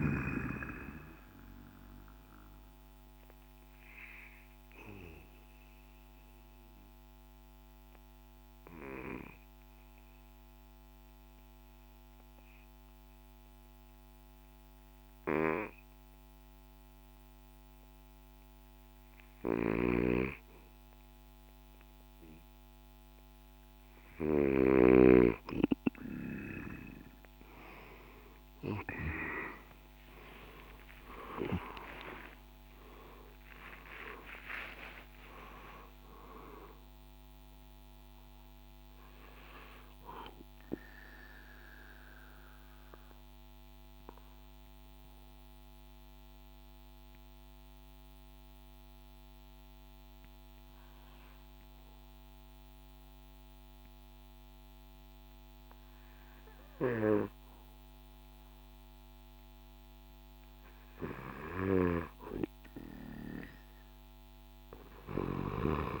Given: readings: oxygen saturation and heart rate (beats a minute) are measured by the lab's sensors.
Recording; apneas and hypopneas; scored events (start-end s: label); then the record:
breathing in sleep by a microphone on the trachea; 2
0.00-8.00 s: drop in pulse transit time (device-marked, heart rate 53 extreme)
2.00-18.50 s: obstructive apnea (oxygen 97% before, 89% lowest, heart rate 58 before, 53 extreme, up 2 after)
9.00-24.00 s: oxygen desaturation (device-marked, oxygen 97% before, 89% lowest, heart rate 59 before, 53 extreme)
14.50-24.00 s: snoring (device-marked)
29.50-34.50 s: arousal
42.00-60.50 s: obstructive apnea (heart rate 61 before, 53 extreme, up 2 after)
61.00-65.00 s: snoring (device-marked)
63.00-66.00 s: arousal
From the record:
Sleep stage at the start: N2 (light sleep); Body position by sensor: on the right side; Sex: male